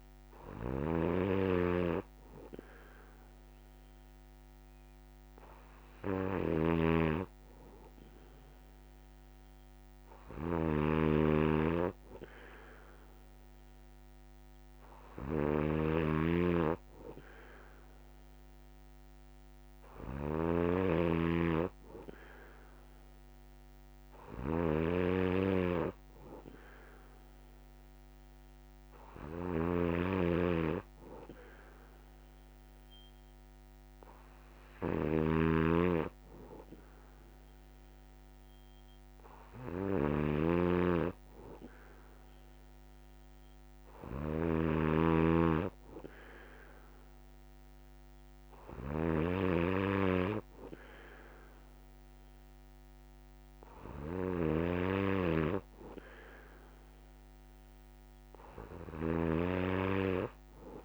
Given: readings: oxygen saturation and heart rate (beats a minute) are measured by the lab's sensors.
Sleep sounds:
breathing in sleep by a microphone on the trachea; none
0.00-60.85 s: snoring (device-marked)
From the record:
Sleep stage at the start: N1 (lightest sleep); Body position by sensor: on the back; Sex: male

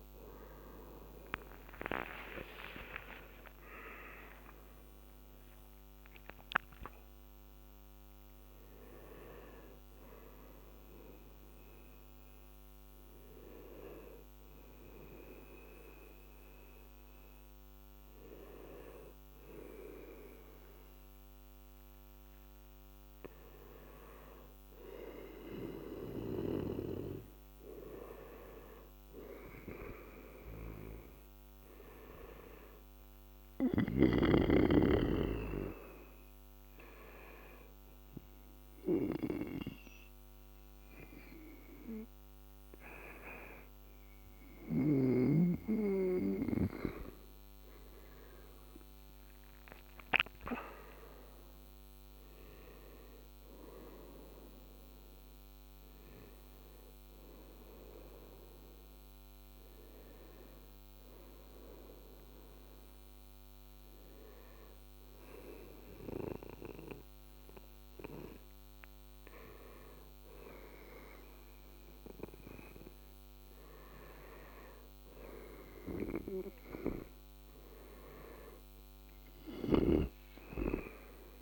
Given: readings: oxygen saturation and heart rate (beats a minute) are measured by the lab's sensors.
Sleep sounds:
breathing in sleep by a microphone on the trachea; 3
1.50-7.00 s: arousal
12.00-24.00 s: hypopnea (oxygen 96% before, 93% lowest, heart rate 98 before, 84 extreme, up 2 after)
25.50-29.50 s: arousal
30.50-44.50 s: oxygen desaturation (device-marked, oxygen 97% before, 93% lowest, heart rate 88 before, 86 extreme)
34.00-45.50 s: hypopnea (oxygen 97% before, 93% lowest, heart rate 86 before, 86 extreme, up 5 after)
47.00-51.00 s: arousal
61.50-72.50 s: hypopnea (oxygen 95% before, 92% lowest, heart rate 89 before, 84 extreme, up 1 after)
75.00-79.00 s: arousal
From the record:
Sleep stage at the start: N2 (light sleep); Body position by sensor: on the right side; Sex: male

